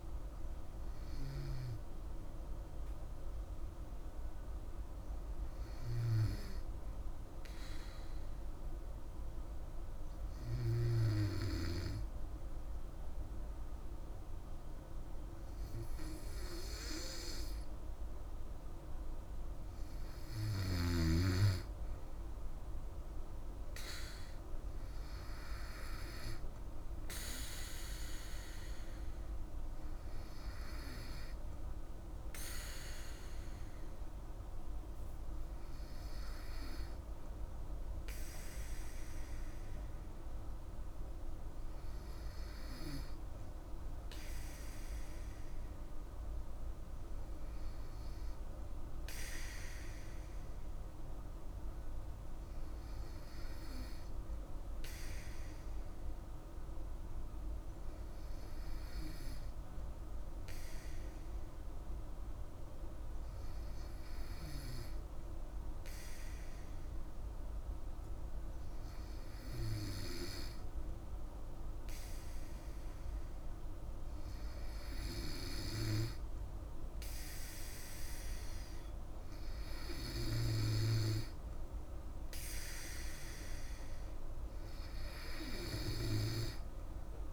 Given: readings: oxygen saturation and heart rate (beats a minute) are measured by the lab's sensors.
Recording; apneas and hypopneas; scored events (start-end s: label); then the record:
breathing in sleep by a room microphone; 1
2.00-18.50 s: hypopnea (oxygen 98% before, 95% lowest, heart rate 55 before, 53 extreme, up 4 after)
20.00-23.50 s: arousal
46.50-50.50 s: arousal
From the record:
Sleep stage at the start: N2 (light sleep); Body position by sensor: on the back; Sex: female